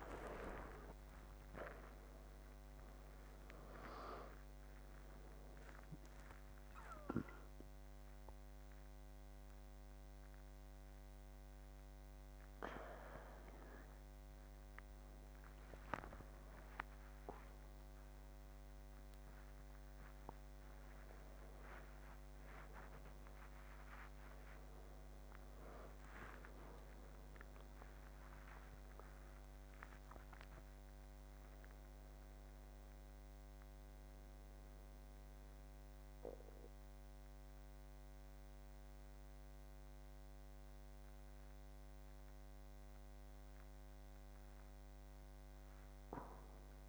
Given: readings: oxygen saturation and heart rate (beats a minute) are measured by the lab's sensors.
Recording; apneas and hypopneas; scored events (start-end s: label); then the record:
a person awake in a sleep study, by a microphone on the trachea; none
none scored
From the record:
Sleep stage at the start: awake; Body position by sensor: on the back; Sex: male